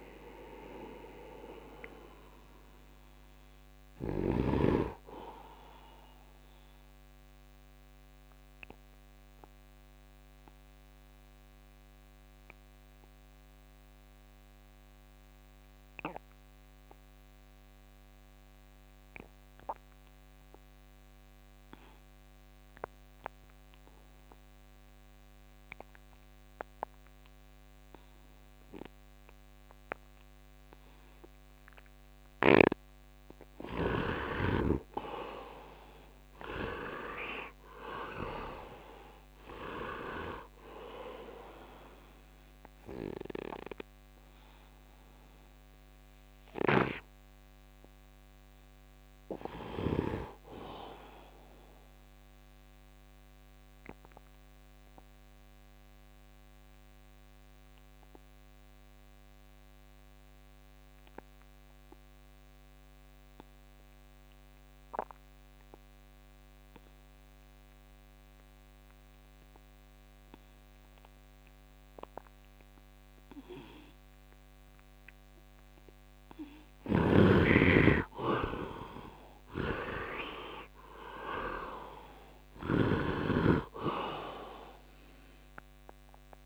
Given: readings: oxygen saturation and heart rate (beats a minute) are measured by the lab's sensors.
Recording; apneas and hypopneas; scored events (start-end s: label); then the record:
breathing in sleep by a microphone on the trachea; 2
0.00-28.00 s: oxygen desaturation (device-marked, oxygen 78% lowest, heart rate 70 extreme)
7.50-32.00 s: obstructive apnea (oxygen 96% before, 78% lowest, heart rate 80 before, 70 extreme, up 8 after)
30.00-59.00 s: oxygen desaturation (device-marked, oxygen 99% before, 78% lowest, heart rate 73 before, 71 extreme)
34.00-38.50 s: arousal
46.50-50.00 s: snoring (device-marked)
52.00-75.50 s: obstructive apnea (oxygen 99% before, 75% lowest, heart rate 79 before, 69 extreme, up 8 after)
71.00-86.46 s: oxygen desaturation (device-marked, oxygen 99% before, 77% lowest, heart rate 77 before, 69 extreme)
77.00-81.50 s: arousal
77.00-83.00 s: snoring (device-marked)
From the record:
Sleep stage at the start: N2 (light sleep); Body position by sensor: on the right side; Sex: male